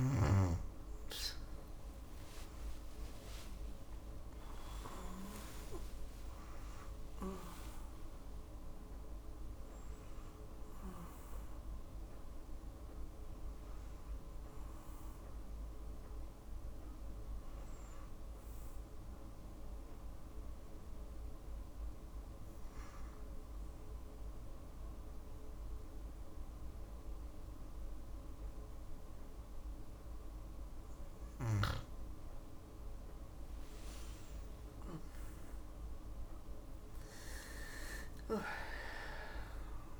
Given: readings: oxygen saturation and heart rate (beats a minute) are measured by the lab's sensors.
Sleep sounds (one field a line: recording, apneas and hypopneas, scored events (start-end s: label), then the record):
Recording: breathing in sleep by a room microphone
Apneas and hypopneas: none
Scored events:
1.50-6.50 s: arousal
34.50-40.00 s: arousal
From the record:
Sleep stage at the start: N2 (light sleep)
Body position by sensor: on the back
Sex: female